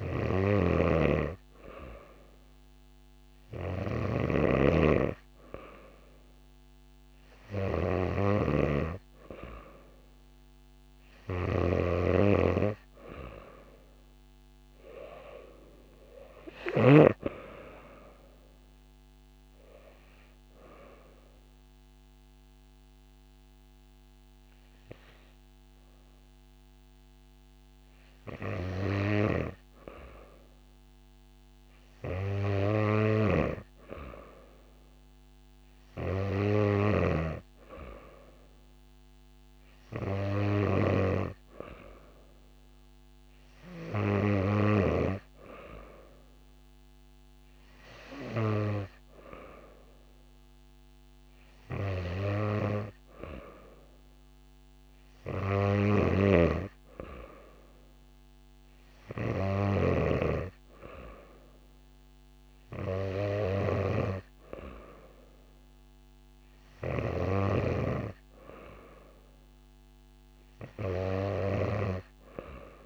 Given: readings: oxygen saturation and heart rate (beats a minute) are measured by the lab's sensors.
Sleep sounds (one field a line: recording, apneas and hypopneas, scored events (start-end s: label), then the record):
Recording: breathing in sleep by a microphone on the trachea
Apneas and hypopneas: none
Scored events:
0.00-17.00 s: snoring (device-marked)
56.00-60.00 s: snoring (device-marked)
From the record:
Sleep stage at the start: N2 (light sleep)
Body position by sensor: on the back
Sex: female